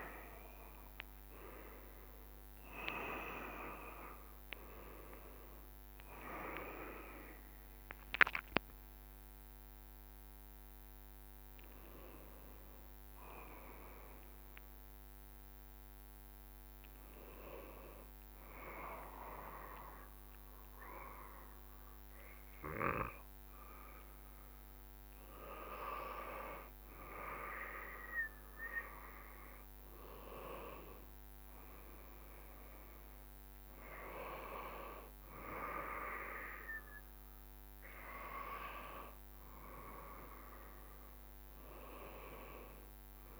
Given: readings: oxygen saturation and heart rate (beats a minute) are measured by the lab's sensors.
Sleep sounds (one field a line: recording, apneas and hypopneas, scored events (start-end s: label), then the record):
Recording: breathing in sleep by a microphone on the trachea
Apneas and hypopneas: none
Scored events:
0.00-12.00 s: drop in pulse transit time (device-marked, heart rate 82 extreme)
40.00-42.00 s: long interval between heartbeats (device-marked, heart rate 71 before, 69 extreme)
From the record:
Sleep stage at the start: N1 (lightest sleep)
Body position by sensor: on the back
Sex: male